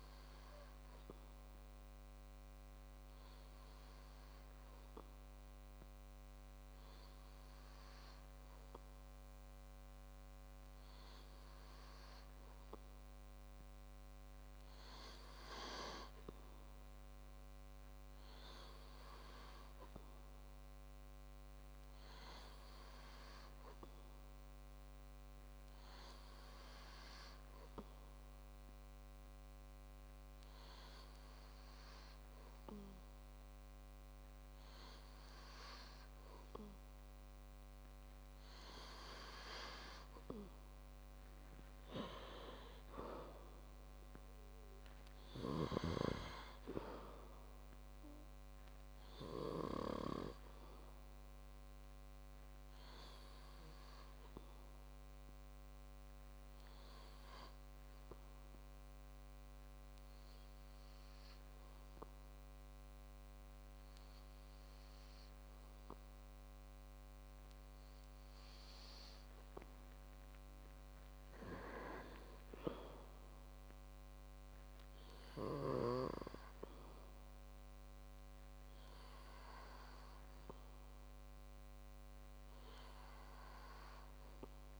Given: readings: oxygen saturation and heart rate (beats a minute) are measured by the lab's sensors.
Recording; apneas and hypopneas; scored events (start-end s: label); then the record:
breathing in sleep by a microphone on the trachea; 3
2.00-14.50 s: hypopnea (oxygen 96% before, 93% lowest, heart rate 119 before, 69 extreme, up 51 after)
17.00-21.00 s: arousal
27.50-38.50 s: hypopnea (oxygen 98% before, 94% lowest, heart rate 111 before, 115 extreme, up 10 after)
42.50-46.00 s: arousal
55.00-68.00 s: hypopnea (oxygen 97% before, 94% lowest, heart rate 151 before, 68 extreme)
71.50-75.00 s: arousal
From the record:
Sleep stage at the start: N2 (light sleep); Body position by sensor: on the back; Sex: male